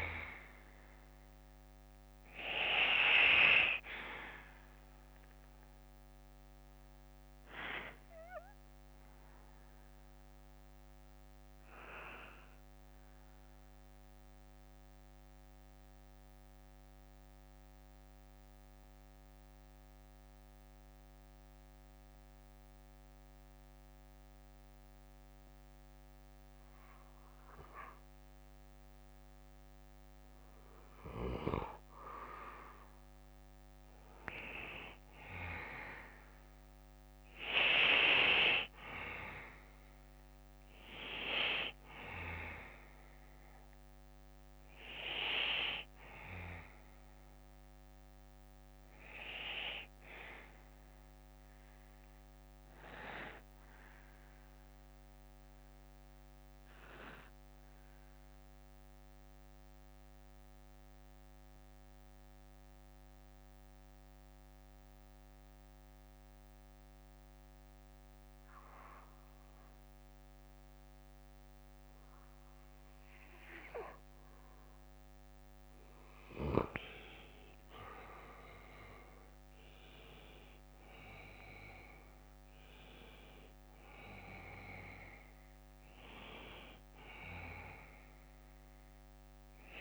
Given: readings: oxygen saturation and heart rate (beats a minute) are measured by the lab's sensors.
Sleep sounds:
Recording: breathing in sleep by a microphone on the trachea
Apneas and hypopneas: 2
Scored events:
0.00-29.00 s: bradycardia (device-marked, heart rate 49 extreme)
13.50-31.50 s: mixed apnea (oxygen 98% before, 90% lowest, heart rate 59 before, 49 extreme, up 11 after)
17.00-28.00 s: oxygen desaturation (device-marked, oxygen 95% before, 90% lowest, heart rate 58 before, 54 extreme)
33.50-38.00 s: arousal
37.00-49.00 s: oxygen desaturation (device-marked, oxygen 98% before, 94% lowest, heart rate 57 before, 54 extreme)
52.00-74.00 s: bradycardia (device-marked, heart rate 60 before, 54 extreme)
54.50-75.00 s: mixed apnea (oxygen 98% before, 91% lowest, heart rate 62 before, 53 extreme, up 10 after)
57.00-68.00 s: oxygen desaturation (device-marked, oxygen 95% before, 91% lowest, heart rate 62 before, 56 extreme)
77.50-81.50 s: arousal
From the record:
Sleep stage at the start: N2 (light sleep)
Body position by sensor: on the back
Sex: male

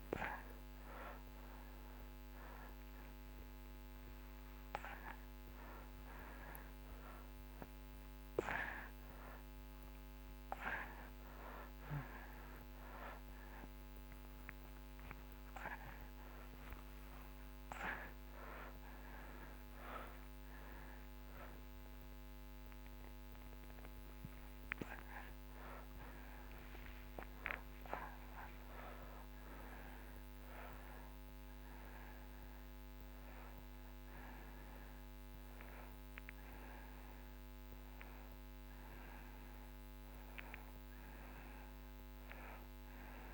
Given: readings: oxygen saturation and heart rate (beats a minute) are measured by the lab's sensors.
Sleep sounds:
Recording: a person awake in a sleep study, by a microphone on the trachea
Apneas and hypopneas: none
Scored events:
21.00-33.00 s: oxygen desaturation (device-marked, oxygen 95% before, 91% lowest)
35.00-43.34 s: new sleep stage, N2 (light sleep)
From the record:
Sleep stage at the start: awake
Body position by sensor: on the back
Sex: male

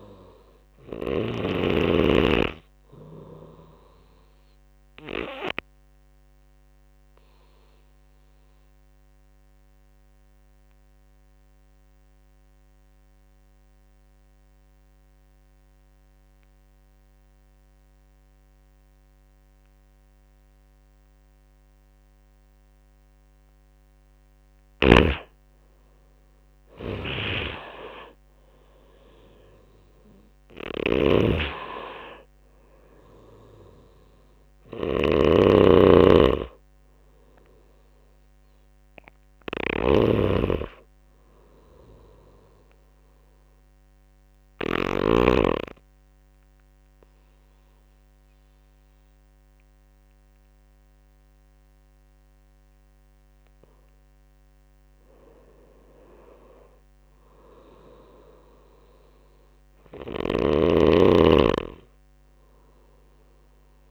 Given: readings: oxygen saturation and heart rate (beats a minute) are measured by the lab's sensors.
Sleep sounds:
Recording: breathing in sleep by a microphone on the trachea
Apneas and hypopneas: 2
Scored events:
0.00-16.00 s: oxygen desaturation (device-marked, oxygen 86% lowest)
4.50-22.50 s: obstructive apnea (oxygen 97% before, 86% lowest)
25.50-30.00 s: arousal
26.50-44.00 s: snoring (device-marked)
27.00-48.00 s: oxygen desaturation (device-marked, oxygen 98% before, 89% lowest)
42.00-53.00 s: obstructive apnea (oxygen 98% before, 87% lowest)
55.50-59.50 s: arousal
59.00-63.90 s: snoring (device-marked)
From the record:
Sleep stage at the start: N2 (light sleep)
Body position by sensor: on the right side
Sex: male

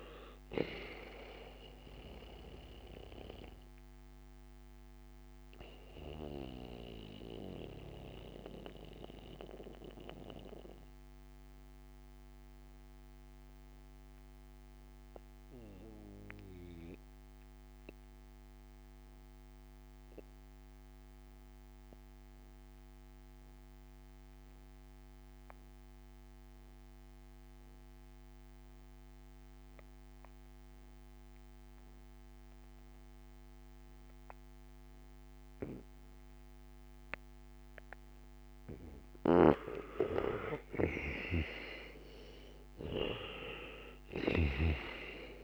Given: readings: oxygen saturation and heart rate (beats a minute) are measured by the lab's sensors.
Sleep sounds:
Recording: breathing in sleep by a microphone on the trachea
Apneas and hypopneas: 1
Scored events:
0.00-22.50 s: oxygen desaturation (device-marked, oxygen 90% lowest, heart rate 55 extreme)
3.50-38.00 s: mixed apnea (oxygen 98% before, 84% lowest, heart rate 60 before, 55 extreme, up 5 after)
33.50-45.44 s: oxygen desaturation (device-marked, oxygen 98% before, 84% lowest, heart rate 59 before, 56 extreme)
38.50-44.00 s: snoring (device-marked)
39.50-45.00 s: arousal
From the record:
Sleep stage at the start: N2 (light sleep)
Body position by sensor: on the back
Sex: male

